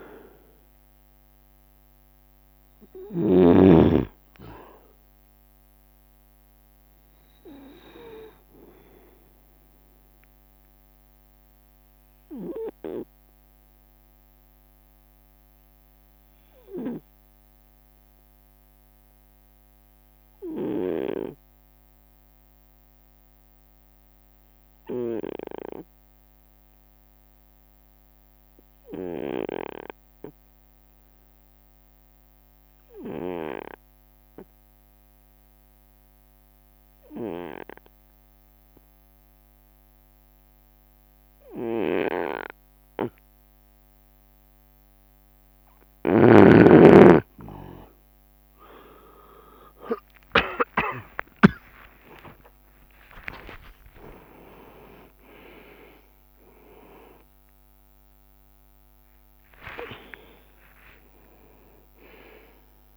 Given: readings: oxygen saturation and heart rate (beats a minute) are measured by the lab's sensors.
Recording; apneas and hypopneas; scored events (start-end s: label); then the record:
a person partly awake in a sleep study, by a microphone on the trachea; 1
0.00-3.50 s: leg movement (device-marked)
0.00-21.50 s: oxygen desaturation (device-marked, oxygen 92% lowest)
0.00-49.50 s: bradycardia (device-marked)
13.50-15.50 s: long interval between heartbeats (device-marked)
15.00-16.00 s: leg movement (device-marked)
15.00-45.50 s: obstructive apnea (oxygen 96% before, 90% lowest)
34.50-39.50 s: leg movement (device-marked)
40.50-62.97 s: oxygen desaturation (device-marked, oxygen 98% before, 90% lowest)
42.50-62.97 s: new sleep stage, awake
46.00-52.00 s: snoring (device-marked)
47.00-49.00 s: long interval between heartbeats (device-marked)
51.50-53.50 s: long interval between heartbeats (device-marked)
54.00-56.00 s: long interval between heartbeats (device-marked)
57.50-62.97 s: bradycardia (device-marked)
From the record:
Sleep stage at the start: N2 (light sleep); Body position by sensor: on the right side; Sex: male